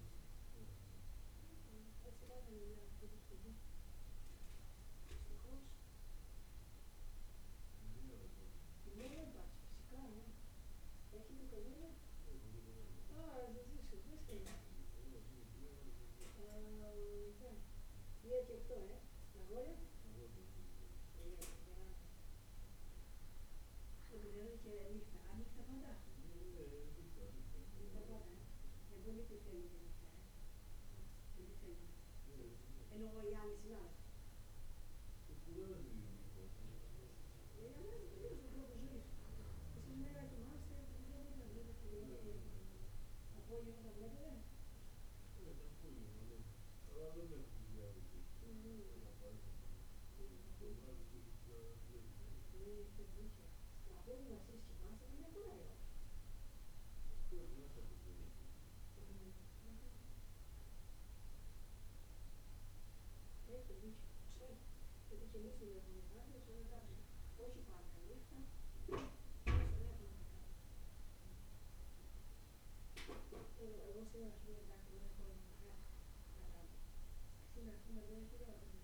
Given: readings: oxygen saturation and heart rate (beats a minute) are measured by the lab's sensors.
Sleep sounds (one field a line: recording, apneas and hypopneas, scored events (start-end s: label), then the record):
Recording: breathing in sleep by a room microphone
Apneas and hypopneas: none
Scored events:
none scored
From the record:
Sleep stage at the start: N1 (lightest sleep)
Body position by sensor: on the back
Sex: male